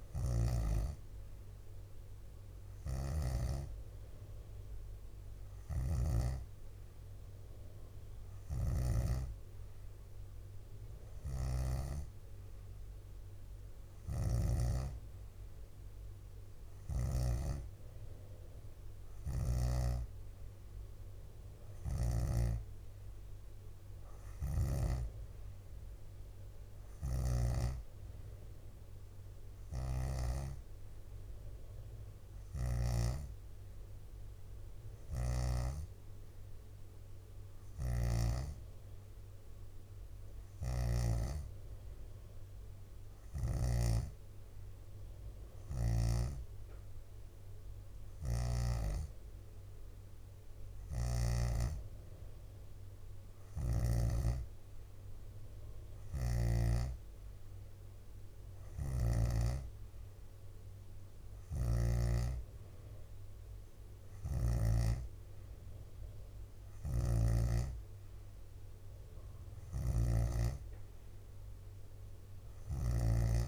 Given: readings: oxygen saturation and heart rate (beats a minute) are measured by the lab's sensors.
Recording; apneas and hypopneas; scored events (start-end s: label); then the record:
breathing in sleep by a room microphone; none
0.00-1.50 s: leg movement (device-marked)
0.00-3.50 s: snoring (device-marked)
5.50-9.00 s: snoring (device-marked)
11.00-17.50 s: snoring (device-marked)
13.50-15.50 s: leg movement (device-marked)
16.50-20.00 s: leg movement (device-marked)
21.00-23.00 s: leg movement (device-marked)
27.00-33.00 s: snoring (device-marked)
37.50-44.00 s: snoring (device-marked)
53.50-54.50 s: leg movement (device-marked)
58.50-60.00 s: leg movement (device-marked)
58.50-65.00 s: snoring (device-marked)
64.00-67.50 s: leg movement (device-marked)
69.50-71.00 s: leg movement (device-marked)
69.50-73.48 s: snoring (device-marked)
72.00-73.48 s: leg movement (device-marked)
From the record:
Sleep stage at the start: N2 (light sleep); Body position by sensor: on the back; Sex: female